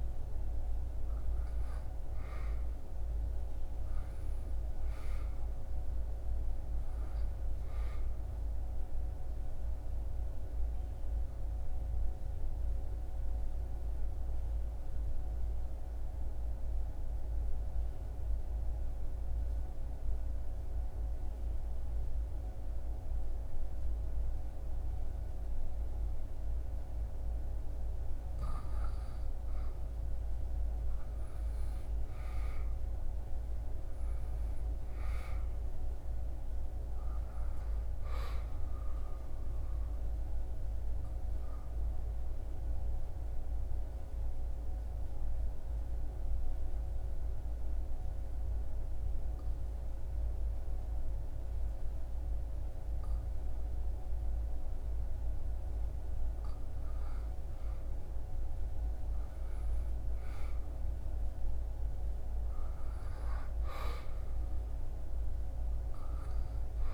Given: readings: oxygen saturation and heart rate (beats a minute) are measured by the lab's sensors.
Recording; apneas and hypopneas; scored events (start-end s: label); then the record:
breathing in sleep, hard to hear, by a room microphone; 2
0.00-2.00 s: arousal
2.00-21.00 s: oxygen desaturation (device-marked, oxygen 98% before, 94% lowest, heart rate 76 before, 74 extreme)
10.50-28.00 s: obstructive apnea (oxygen 98% before, 93% lowest, heart rate 77 before, 74 extreme, up 6 after)
30.00-34.00 s: arousal
33.00-52.00 s: oxygen desaturation (device-marked, oxygen 98% before, 93% lowest, heart rate 75 before, 75 extreme)
40.50-55.00 s: obstructive apnea (oxygen 98% before, 93% lowest, heart rate 77 before, 75 extreme, up 4 after)
58.00-62.00 s: arousal
64.00-66.93 s: oxygen desaturation (device-marked, oxygen 98% before, 94% lowest, heart rate 78 before, 75 extreme)
From the record:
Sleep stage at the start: N2 (light sleep); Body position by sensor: on the back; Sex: male